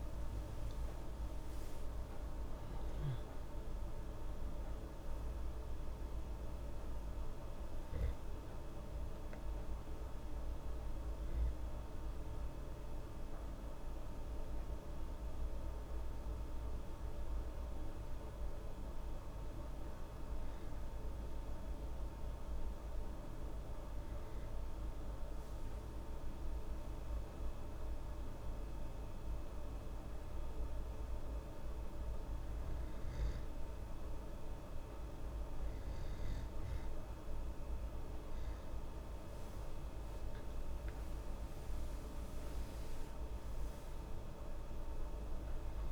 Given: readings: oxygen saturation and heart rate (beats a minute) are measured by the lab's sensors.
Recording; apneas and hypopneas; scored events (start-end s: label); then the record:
breathing in sleep, hard to hear, by a room microphone; 1
0.00-2.50 s: arousal
23.50-34.00 s: obstructive apnea (oxygen 98% before, 92% lowest, heart rate 78 before, 73 extreme, up 8 after)
33.50-45.92 s: oxygen desaturation (device-marked, oxygen 98% before, 92% lowest, heart rate 76 before, 72 extreme)
39.50-45.00 s: arousal
From the record:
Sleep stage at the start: N2 (light sleep); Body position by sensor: on the back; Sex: female